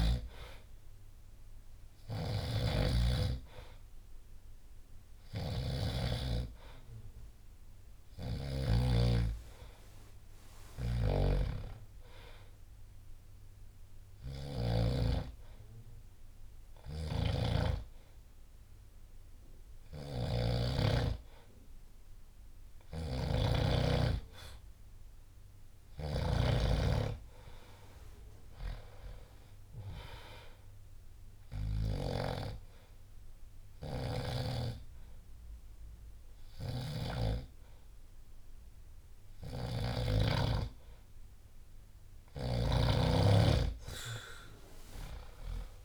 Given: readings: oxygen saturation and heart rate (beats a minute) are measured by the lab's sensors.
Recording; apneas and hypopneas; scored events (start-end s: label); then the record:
breathing in sleep by a room microphone; 1
0.00-14.50 s: snoring (device-marked)
16.50-26.00 s: snoring (device-marked)
26.50-29.00 s: arousal
30.50-41.50 s: hypopnea (oxygen 95% before, 93% lowest, heart rate 69 before, 59 extreme, up 10 after)
From the record:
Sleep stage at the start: N2 (light sleep); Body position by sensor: on the back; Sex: male